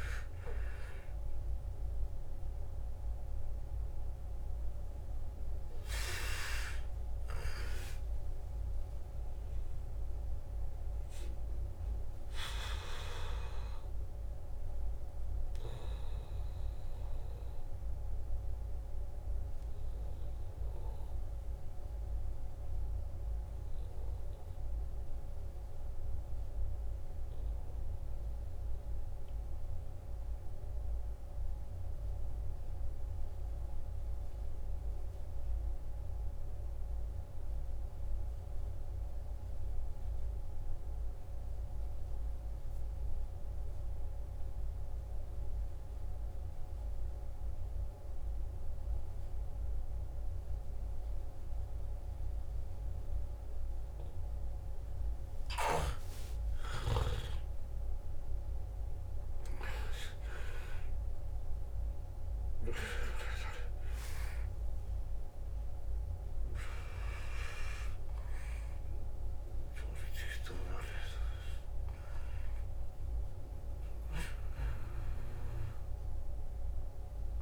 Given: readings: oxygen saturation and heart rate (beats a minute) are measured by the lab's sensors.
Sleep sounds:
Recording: breathing in sleep by a room microphone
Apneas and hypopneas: 1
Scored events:
0.00-24.00 s: oxygen desaturation (device-marked, oxygen 87% lowest, heart rate 55 extreme)
19.00-54.50 s: obstructive apnea (oxygen 94% before, 85% lowest, heart rate 63 before, 55 extreme, up 12 after)
42.00-77.42 s: oxygen desaturation (device-marked, oxygen 98% before, 85% lowest, heart rate 56 before, 53 extreme)
56.00-61.00 s: arousal
From the record:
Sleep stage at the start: N2 (light sleep)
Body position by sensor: on the back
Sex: male

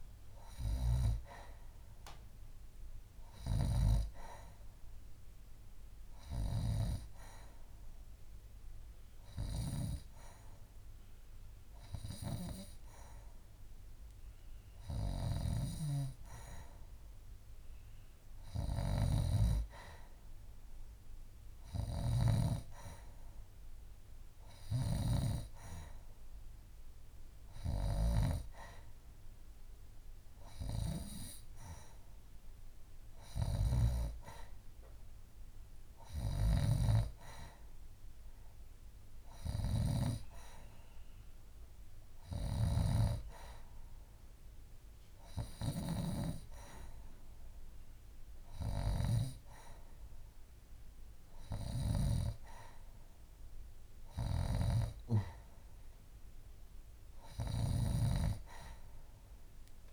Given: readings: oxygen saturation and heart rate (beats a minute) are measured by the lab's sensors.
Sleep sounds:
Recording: breathing in sleep by a room microphone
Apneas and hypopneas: none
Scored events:
none scored
From the record:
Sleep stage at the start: N2 (light sleep)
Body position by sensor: on the left side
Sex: female

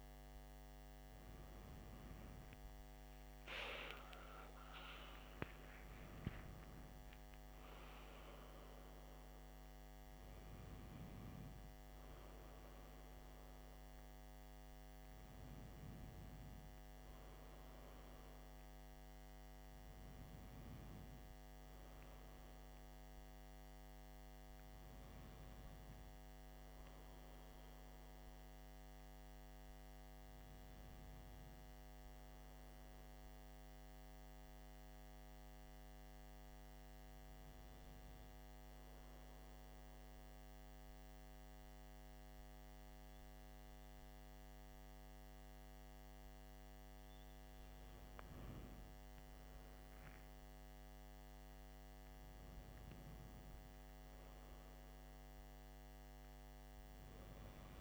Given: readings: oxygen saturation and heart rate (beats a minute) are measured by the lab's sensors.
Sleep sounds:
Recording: breathing in sleep, hard to hear, by a microphone on the trachea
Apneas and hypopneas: 1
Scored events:
2.00-7.50 s: arousal
27.50-46.50 s: hypopnea (oxygen 96% before, 94% lowest, heart rate 61 before, 49 extreme, up 11 after)
49.00-53.50 s: arousal
From the record:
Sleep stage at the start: N2 (light sleep)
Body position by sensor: on the back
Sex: male

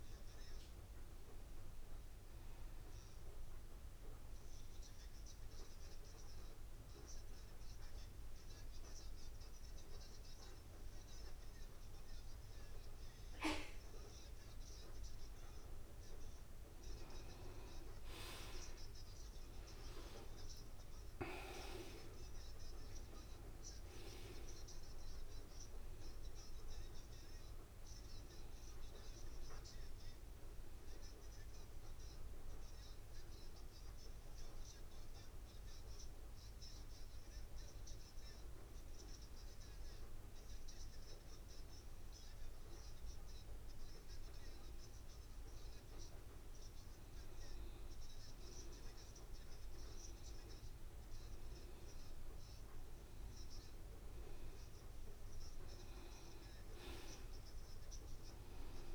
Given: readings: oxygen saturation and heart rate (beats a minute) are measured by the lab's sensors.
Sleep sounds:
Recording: breathing in sleep by a room microphone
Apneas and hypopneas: 2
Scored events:
0.00-1.50 s: arousal
5.00-15.50 s: obstructive apnea (oxygen 94% before, 91% lowest, heart rate 75 before, 76 extreme, up 4 after)
22.50-25.00 s: arousal
32.00-49.50 s: obstructive apnea (oxygen 93% before, 91% lowest, heart rate 78 before, 76 extreme, up 2 after)
52.00-56.00 s: arousal
From the record:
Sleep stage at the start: N2 (light sleep)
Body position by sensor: on the back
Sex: male

